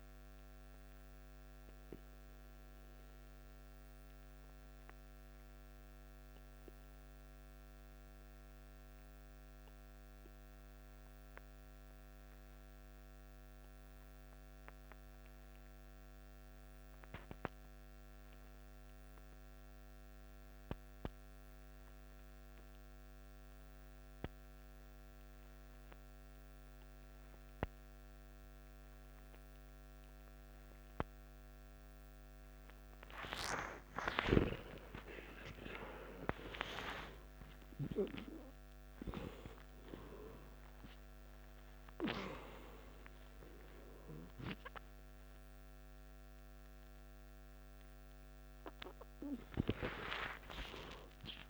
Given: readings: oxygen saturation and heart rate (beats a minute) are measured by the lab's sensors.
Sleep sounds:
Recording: breathing in sleep by a microphone on the trachea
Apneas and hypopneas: 1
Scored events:
1.00-34.00 s: obstructive apnea (oxygen 98% before, 90% lowest, heart rate 58 before, 51 extreme, up 42 after)
23.50-49.50 s: oxygen desaturation (device-marked, oxygen 97% before, 90% lowest, heart rate 52 before, 54 extreme)
40.00-42.00 s: long interval between heartbeats (device-marked, heart rate 56 before, 83 extreme)
41.50-51.50 s: new sleep stage, awake
From the record:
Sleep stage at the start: N2 (light sleep)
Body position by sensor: on the back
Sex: male

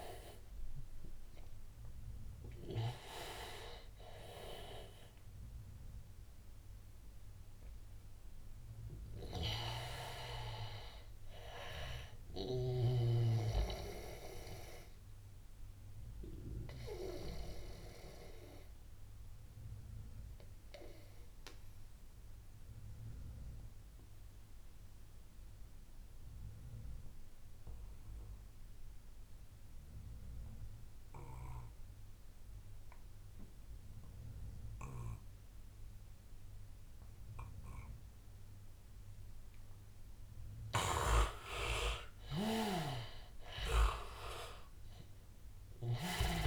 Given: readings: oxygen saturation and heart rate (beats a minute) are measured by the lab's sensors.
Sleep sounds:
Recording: breathing in sleep by a room microphone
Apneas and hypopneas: 1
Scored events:
0.00-1.50 s: arousal
0.00-25.00 s: oxygen desaturation (device-marked, oxygen 76% lowest, heart rate 79 extreme)
14.50-38.50 s: obstructive apnea (oxygen 97% before, 76% lowest, heart rate 88 before, 79 extreme, up 8 after)
37.00-46.47 s: oxygen desaturation (device-marked, oxygen 100% before, 84% lowest, heart rate 83 before, 86 extreme)
42.50-46.47 s: arousal
From the record:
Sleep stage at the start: N2 (light sleep)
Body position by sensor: on the back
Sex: male

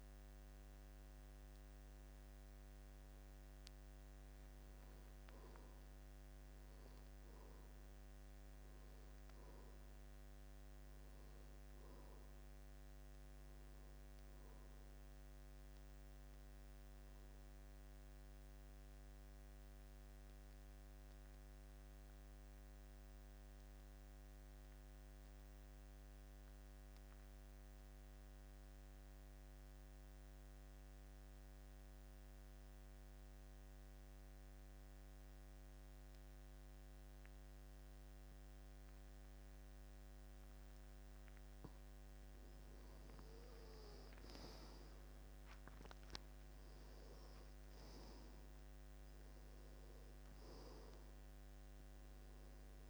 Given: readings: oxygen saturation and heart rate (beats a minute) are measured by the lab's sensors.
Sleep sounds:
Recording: breathing in sleep, hard to hear, by a microphone on the trachea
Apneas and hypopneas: 1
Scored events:
0.00-5.00 s: oxygen desaturation (device-marked, oxygen 85% lowest, heart rate 72 extreme)
9.00-12.50 s: arousal
18.50-42.50 s: mixed apnea (oxygen 96% before, 83% lowest, heart rate 75 before, 71 extreme, up 8 after)
34.00-52.90 s: oxygen desaturation (device-marked, oxygen 95% before, 84% lowest, heart rate 74 before, 69 extreme)
44.50-49.00 s: arousal
From the record:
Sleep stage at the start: N2 (light sleep)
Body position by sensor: on the back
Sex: male

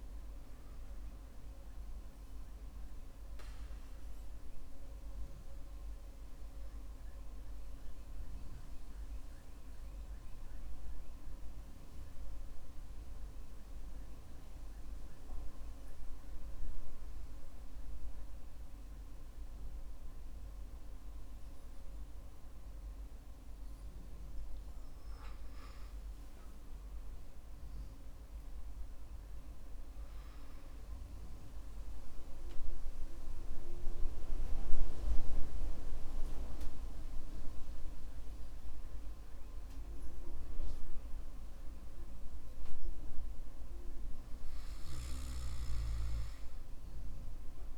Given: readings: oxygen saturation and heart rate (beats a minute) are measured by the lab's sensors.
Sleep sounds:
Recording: breathing in sleep by a room microphone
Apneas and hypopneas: 1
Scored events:
6.50-23.50 s: hypopnea (oxygen 95% before, 94% lowest, heart rate 58 before, 51 extreme, up 13 after)
27.00-32.00 s: arousal
From the record:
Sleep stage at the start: N2 (light sleep)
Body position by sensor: on the back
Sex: male

